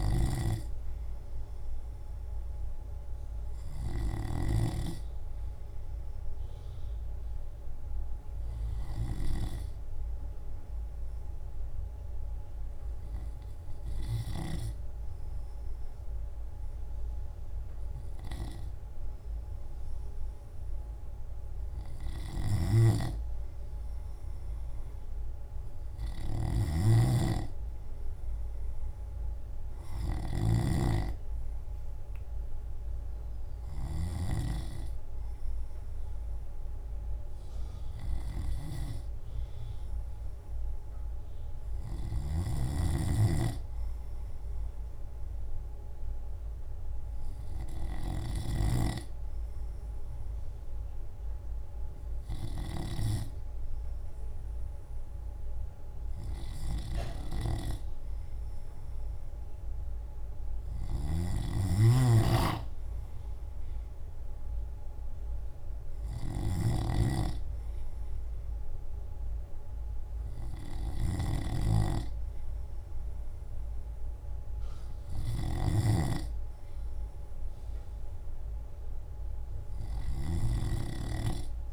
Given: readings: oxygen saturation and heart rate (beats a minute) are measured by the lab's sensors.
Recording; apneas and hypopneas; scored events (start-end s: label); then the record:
breathing in sleep by a room microphone; 1
7.50-21.00 s: hypopnea (oxygen 94% before, 94% lowest, heart rate 60 before, 52 extreme, up 6 after)
27.00-30.50 s: arousal
27.00-38.00 s: drop in pulse transit time (device-marked, heart rate 56 before, 56 extreme)
62.00-73.00 s: drop in pulse transit time (device-marked, heart rate 56 before, 56 extreme)
From the record:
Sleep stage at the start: N2 (light sleep); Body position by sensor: on the left side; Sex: male